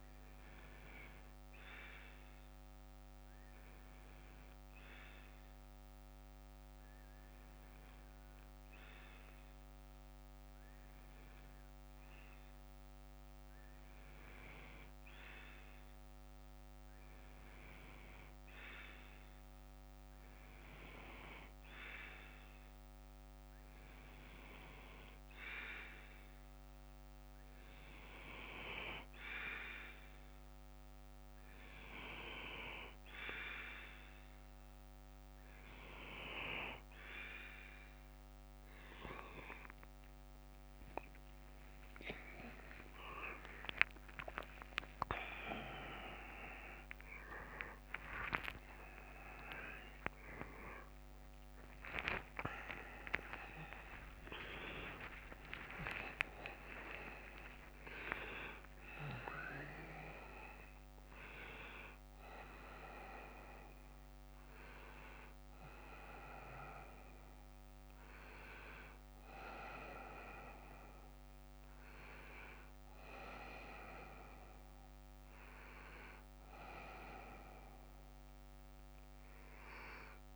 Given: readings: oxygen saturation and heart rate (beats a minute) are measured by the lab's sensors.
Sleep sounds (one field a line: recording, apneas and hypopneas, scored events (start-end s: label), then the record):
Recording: a person partly awake in a sleep study, by a microphone on the trachea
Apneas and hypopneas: none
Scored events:
0.00-30.00 s: bradycardia (device-marked, heart rate 61 before, 54 extreme)
46.00-58.00 s: tachycardia (device-marked, heart rate 61 before, 128 extreme)
47.00-80.36 s: new sleep stage, awake
From the record:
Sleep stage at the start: N2 (light sleep)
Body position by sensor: on the left side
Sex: male